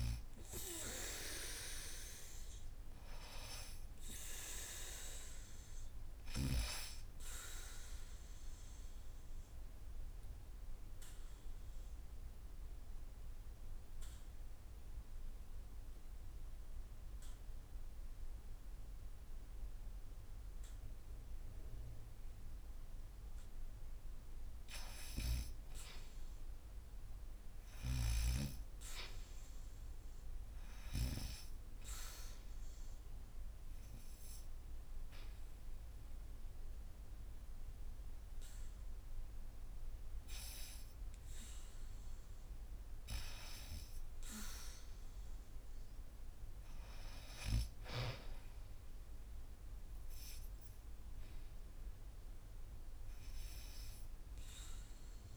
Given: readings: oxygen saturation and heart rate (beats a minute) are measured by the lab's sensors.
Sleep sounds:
breathing in sleep by a room microphone; 2
1.50-11.50 s: oxygen desaturation (device-marked, oxygen 95% before, 90% lowest, heart rate 78 before, 71 extreme)
7.50-22.50 s: obstructive apnea (oxygen 99% before, 83% lowest, heart rate 79 before, 71 extreme)
24.50-28.00 s: arousal
29.50-51.50 s: oxygen desaturation (device-marked, oxygen 97% before, 83% lowest, heart rate 76 before, 73 extreme)
31.00-42.00 s: hypopnea (oxygen 97% before, 83% lowest, heart rate 76 before, 73 extreme, up 2 after)
43.50-47.50 s: arousal
From the record:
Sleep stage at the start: N2 (light sleep); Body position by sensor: on the back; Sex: female

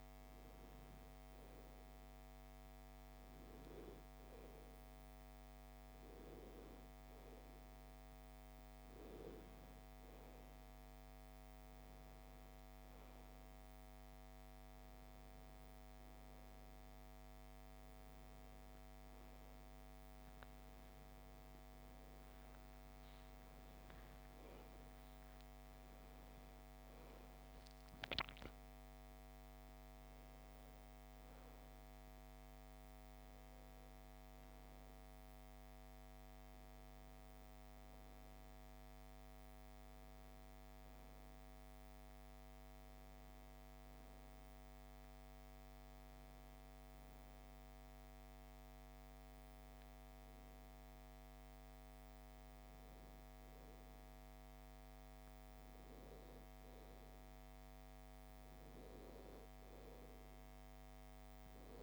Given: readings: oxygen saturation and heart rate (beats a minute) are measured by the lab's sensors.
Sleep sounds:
breathing in sleep, hard to hear, by a microphone on the trachea; none
23.00-29.50 s: arousal
From the record:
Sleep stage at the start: N1 (lightest sleep); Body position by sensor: on the back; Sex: female

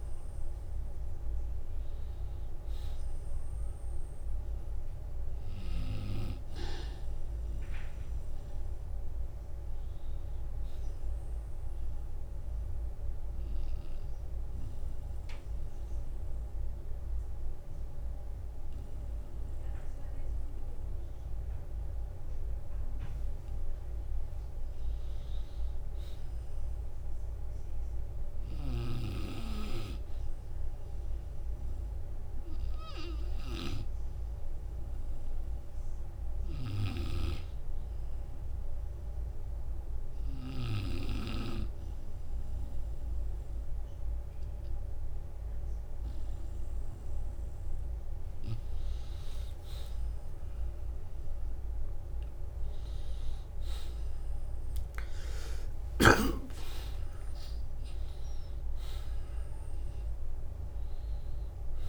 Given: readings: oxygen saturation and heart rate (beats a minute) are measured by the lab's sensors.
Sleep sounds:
breathing in sleep by a room microphone; 2
4.50-7.50 s: arousal
7.00-22.00 s: oxygen desaturation (device-marked, oxygen 95% before, 88% lowest, heart rate 55 before, 52 extreme)
8.00-10.00 s: long interval between heartbeats (device-marked, heart rate 55 before, 56 extreme)
11.50-23.00 s: obstructive apnea (oxygen 96% before, 88% lowest, heart rate 56 before, 52 extreme, up 8 after)
25.00-28.50 s: arousal
38.00-48.00 s: obstructive apnea (oxygen 95% before, 89% lowest, heart rate 57 before, 52 extreme, up 20 after)
43.00-53.00 s: oxygen desaturation (device-marked, oxygen 94% before, 89% lowest, heart rate 57 before, 59 extreme)
49.50-54.00 s: arousal
55.00-61.89 s: new sleep stage, N1 (lightest sleep)
From the record:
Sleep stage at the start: N2 (light sleep); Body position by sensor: on the back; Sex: male

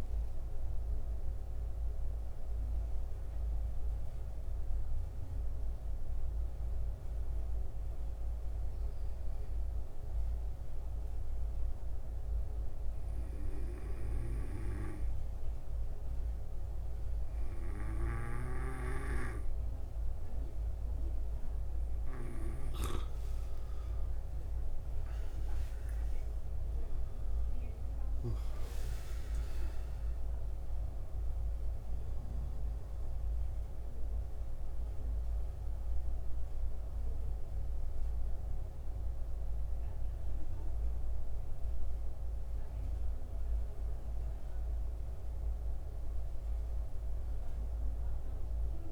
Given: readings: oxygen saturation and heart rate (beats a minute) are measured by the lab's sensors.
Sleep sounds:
breathing in sleep by a room microphone; 1
0.00-14.00 s: oxygen desaturation (device-marked, oxygen 87% lowest, heart rate 72 extreme)
1.50-21.00 s: hypopnea (oxygen 92% before, 84% lowest, heart rate 75 before, 72 extreme, up 20 after)
23.00-48.92 s: oxygen desaturation (device-marked, oxygen 91% before, 84% lowest, heart rate 76 before, 68 extreme)
24.00-29.00 s: arousal
From the record:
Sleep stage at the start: N2 (light sleep); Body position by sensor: on the back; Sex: male

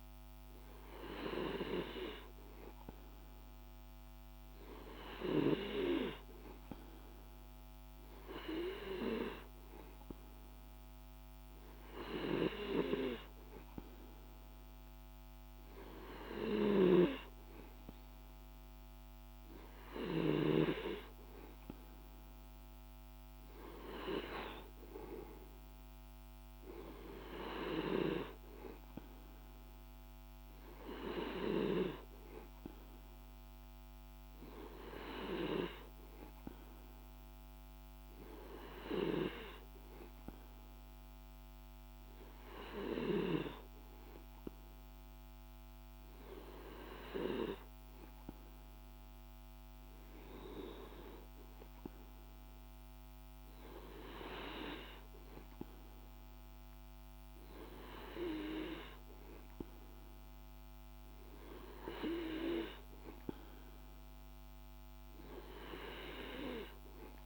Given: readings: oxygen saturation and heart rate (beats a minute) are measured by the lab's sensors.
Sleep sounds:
breathing in sleep by a microphone on the trachea; none
none scored
From the record:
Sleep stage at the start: N2 (light sleep); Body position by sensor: on the back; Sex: male

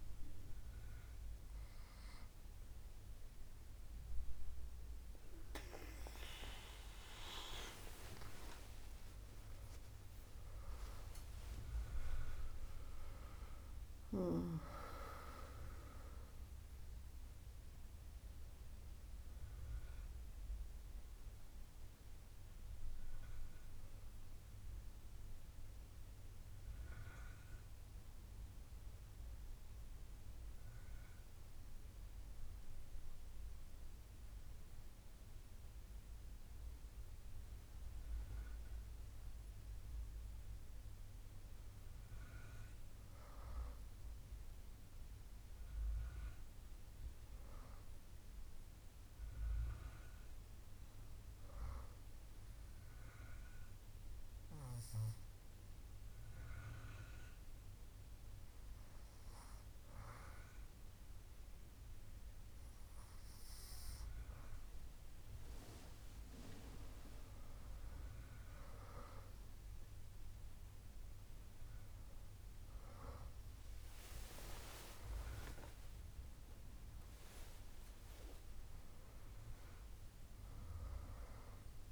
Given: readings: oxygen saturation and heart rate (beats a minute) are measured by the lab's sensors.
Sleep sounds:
breathing in sleep by a room microphone; 2
8.50-14.00 s: arousal
25.50-37.00 s: obstructive apnea (oxygen 99% before, 96% lowest, heart rate 99 before, 65 extreme, up 2 after)
39.00-43.00 s: arousal
52.50-67.50 s: hypopnea (oxygen 99% before, 95% lowest, heart rate 68 before, 67 extreme, up 11 after)
73.00-78.50 s: arousal
From the record:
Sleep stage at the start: N2 (light sleep); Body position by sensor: on the back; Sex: female

